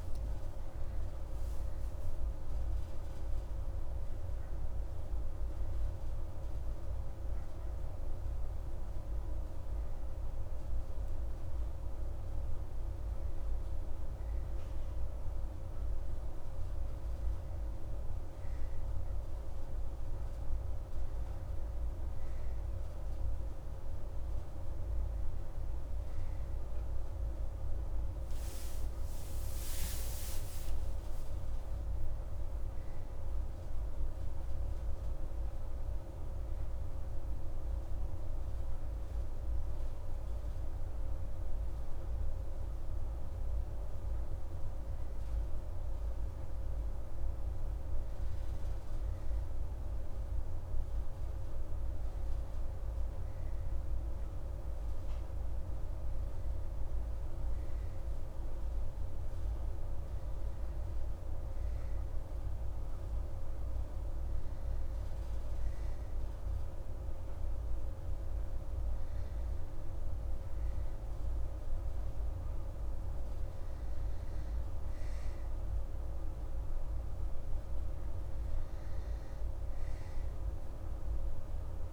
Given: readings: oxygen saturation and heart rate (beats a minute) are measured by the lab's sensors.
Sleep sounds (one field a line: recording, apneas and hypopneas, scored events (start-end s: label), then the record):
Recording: a person partly awake in a sleep study, hard to hear, by a room microphone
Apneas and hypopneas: none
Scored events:
24.50-54.50 s: new sleep stage, N1 (lightest sleep)
54.50-81.93 s: new sleep stage, N2 (light sleep)
From the record:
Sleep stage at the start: awake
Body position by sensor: on the back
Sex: female